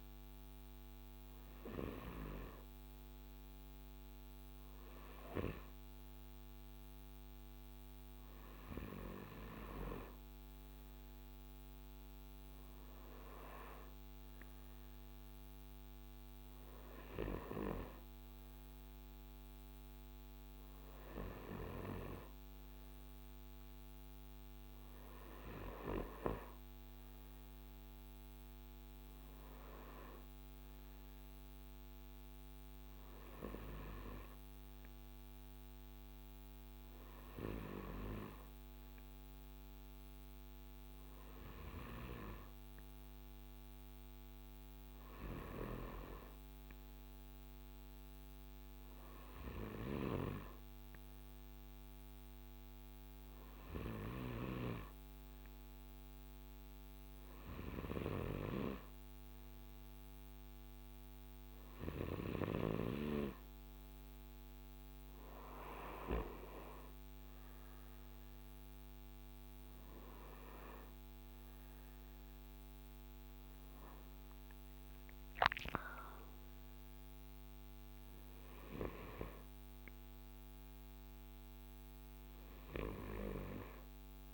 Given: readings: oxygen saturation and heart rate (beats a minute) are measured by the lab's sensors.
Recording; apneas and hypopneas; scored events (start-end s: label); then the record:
breathing in sleep by a microphone on the trachea; none
11.00-17.00 s: arousal
67.00-71.50 s: arousal
From the record:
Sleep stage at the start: N2 (light sleep); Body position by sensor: on the right side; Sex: male